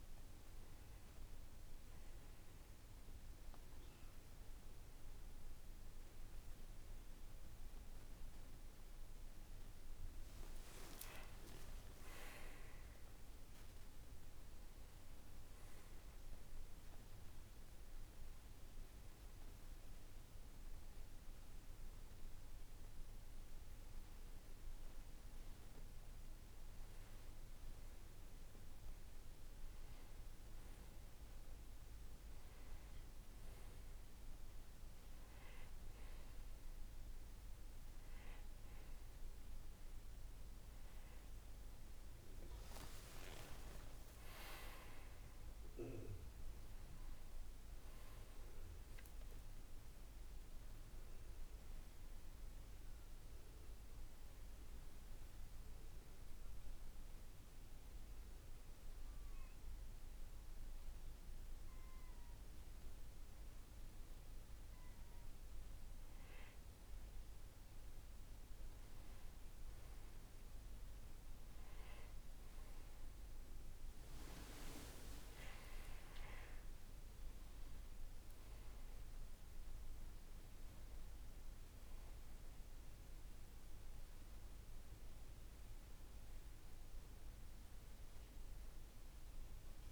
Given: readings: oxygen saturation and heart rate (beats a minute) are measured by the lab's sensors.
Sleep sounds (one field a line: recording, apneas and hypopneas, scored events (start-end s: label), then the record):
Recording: breathing in sleep by a room microphone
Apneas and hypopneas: 2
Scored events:
0.00-3.50 s: oxygen desaturation (device-marked, oxygen 89% lowest, heart rate 53 extreme)
10.00-14.50 s: arousal
17.00-27.50 s: hypopnea (oxygen 95% before, 90% lowest, heart rate 60 before, 53 extreme, up 7 after)
38.50-49.50 s: oxygen desaturation (device-marked, oxygen 94% before, 91% lowest, heart rate 57 before, 53 extreme)
42.50-48.50 s: arousal
54.50-66.00 s: obstructive apnea (oxygen 94% before, 90% lowest, heart rate 64 before, 53 extreme, up 10 after)
70.00-75.00 s: arousal
74.50-89.92 s: oxygen desaturation (device-marked, oxygen 95% before, 90% lowest, heart rate 58 before, 54 extreme)
From the record:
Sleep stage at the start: N2 (light sleep)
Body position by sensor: on the right side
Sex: male